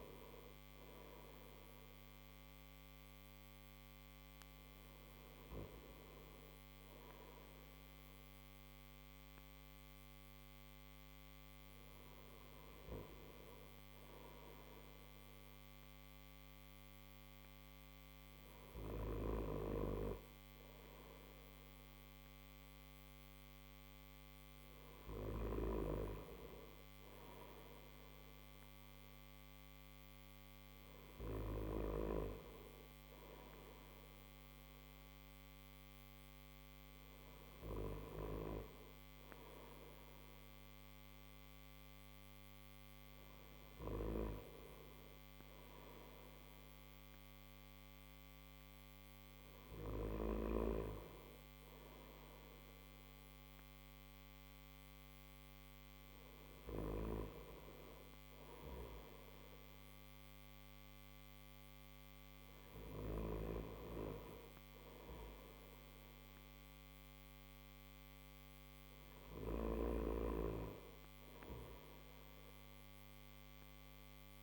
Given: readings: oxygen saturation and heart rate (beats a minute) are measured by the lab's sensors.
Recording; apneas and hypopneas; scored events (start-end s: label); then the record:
breathing in sleep by a microphone on the trachea; none
12.00-74.43 s: new sleep stage, N1 (lightest sleep)
From the record:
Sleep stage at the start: N3 (deep sleep); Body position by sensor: on the back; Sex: male